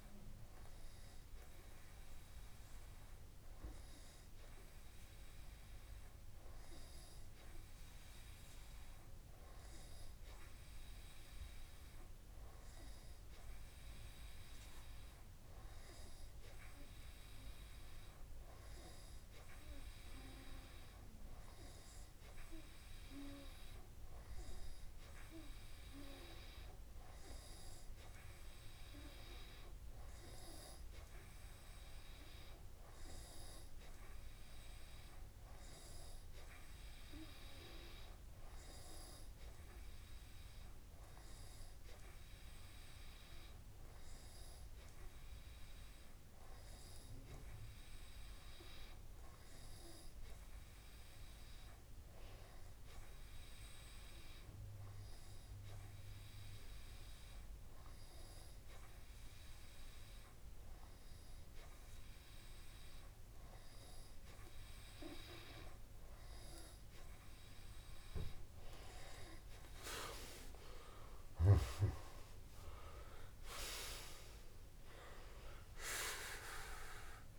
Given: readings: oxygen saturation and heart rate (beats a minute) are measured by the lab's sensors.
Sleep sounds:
breathing in sleep by a room microphone; none
70.00-73.50 s: arousal
From the record:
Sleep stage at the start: N2 (light sleep); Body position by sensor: on the back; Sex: male

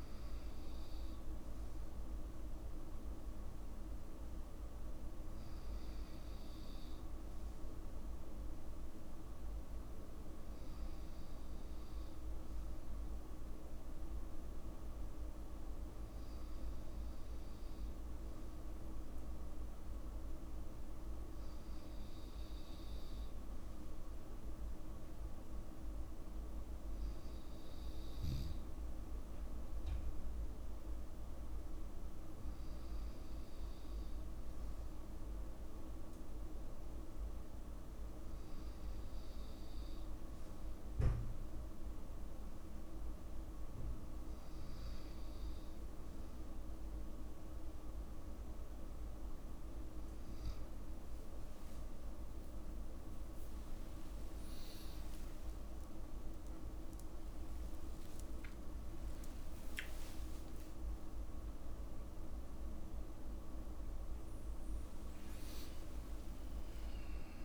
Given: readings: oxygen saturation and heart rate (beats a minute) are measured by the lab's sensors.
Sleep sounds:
breathing in sleep, hard to hear, by a room microphone; none
59.00-61.00 s: long interval between heartbeats (device-marked, heart rate 57 before, 83 extreme)
60.00-64.50 s: arousal
From the record:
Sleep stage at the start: N2 (light sleep); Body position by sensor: on the back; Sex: male

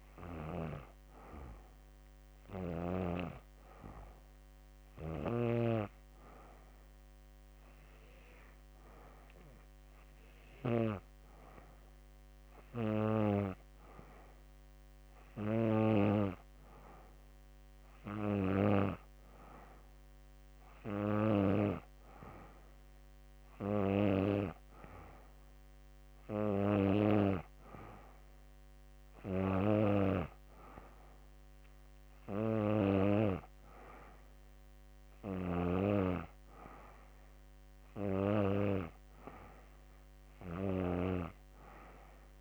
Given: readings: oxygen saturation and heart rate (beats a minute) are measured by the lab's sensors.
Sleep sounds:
breathing in sleep by a microphone on the trachea; none
none scored
From the record:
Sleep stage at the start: N2 (light sleep); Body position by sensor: on the back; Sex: female

